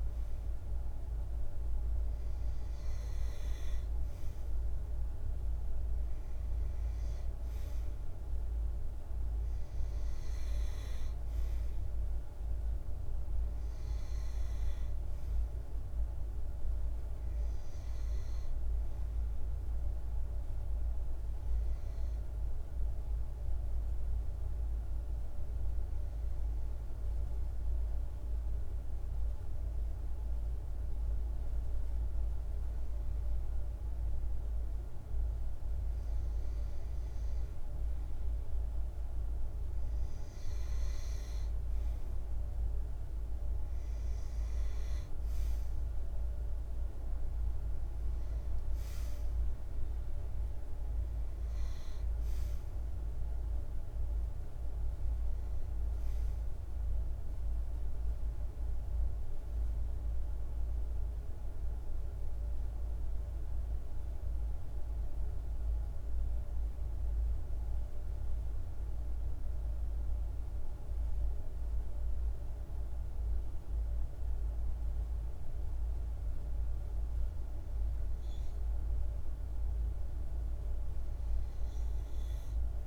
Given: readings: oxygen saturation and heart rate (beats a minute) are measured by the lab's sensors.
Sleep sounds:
breathing in sleep, hard to hear, by a room microphone; 2
15.50-19.00 s: arousal
22.00-35.50 s: hypopnea (oxygen 94% before, 92% lowest, heart rate 55 before, 53 extreme, up 1 after)
36.50-40.00 s: arousal
64.00-77.50 s: hypopnea (oxygen 95% before, 91% lowest, heart rate 53 before, 50 extreme, up 2 after)
From the record:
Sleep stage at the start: N2 (light sleep); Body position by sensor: on the back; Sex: male

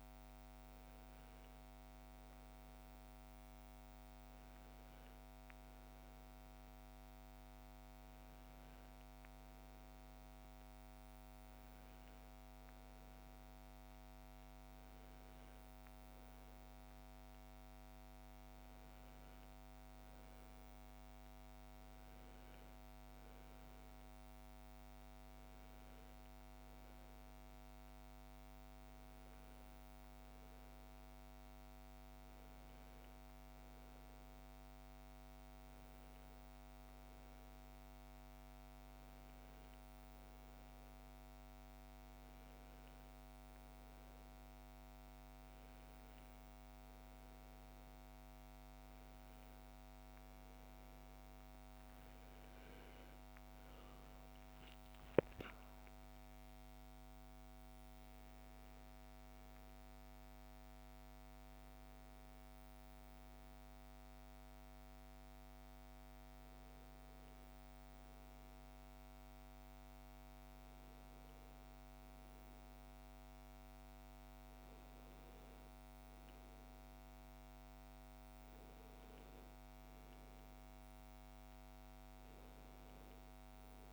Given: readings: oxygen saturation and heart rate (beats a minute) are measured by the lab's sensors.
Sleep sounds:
a person awake in a sleep study, hard to hear, by a microphone on the trachea; none
none scored
From the record:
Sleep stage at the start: awake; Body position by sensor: on the back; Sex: female

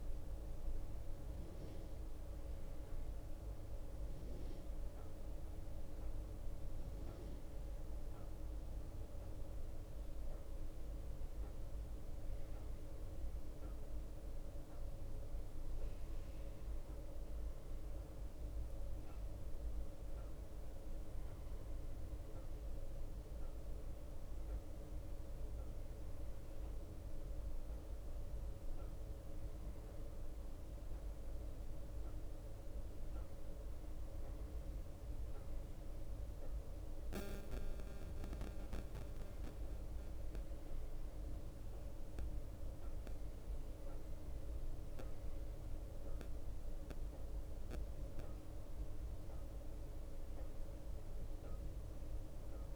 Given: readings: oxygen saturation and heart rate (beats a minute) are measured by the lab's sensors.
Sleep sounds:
breathing in sleep, hard to hear, by a room microphone; none
0.00-2.50 s: bradycardia (device-marked, heart rate 59 extreme)
5.50-7.50 s: bradycardia (device-marked, heart rate 63 before, 59 extreme)
18.50-26.50 s: bradycardia (device-marked, heart rate 63 before, 59 extreme)
43.50-45.50 s: bradycardia (device-marked, heart rate 63 before, 60 extreme)
From the record:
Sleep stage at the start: N1 (lightest sleep); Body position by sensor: on the right side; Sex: male

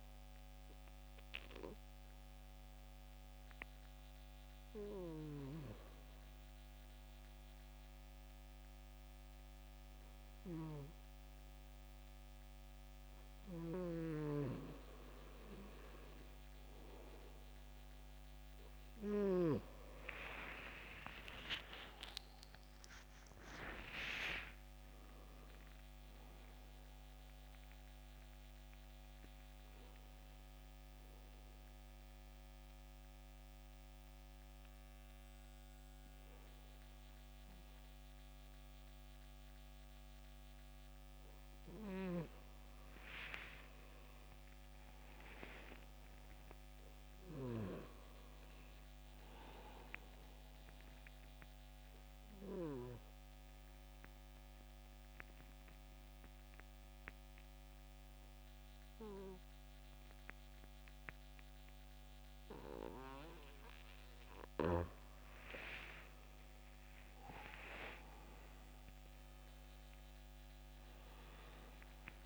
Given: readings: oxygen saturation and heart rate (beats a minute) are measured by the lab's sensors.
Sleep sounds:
breathing in sleep by a microphone on the trachea; 3
4.50-21.50 s: oxygen desaturation (device-marked, oxygen 92% before, 86% lowest, heart rate 72 before, 70 extreme)
6.50-16.50 s: obstructive apnea (oxygen 92% before, 86% lowest, heart rate 73 before, 71 extreme, up 11 after)
13.50-19.00 s: snoring (device-marked)
20.00-25.00 s: arousal
30.50-41.50 s: obstructive apnea (oxygen 90% before, 86% lowest, heart rate 77 before, 71 extreme, up 8 after)
44.50-48.50 s: arousal
53.00-63.50 s: obstructive apnea (oxygen 92% before, 84% lowest, heart rate 74 before, 70 extreme, up 8 after)
59.50-69.50 s: oxygen desaturation (device-marked, oxygen 91% before, 87% lowest, heart rate 76 before, 70 extreme)
65.50-69.50 s: arousal
From the record:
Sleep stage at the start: N2 (light sleep); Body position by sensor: on the back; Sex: male

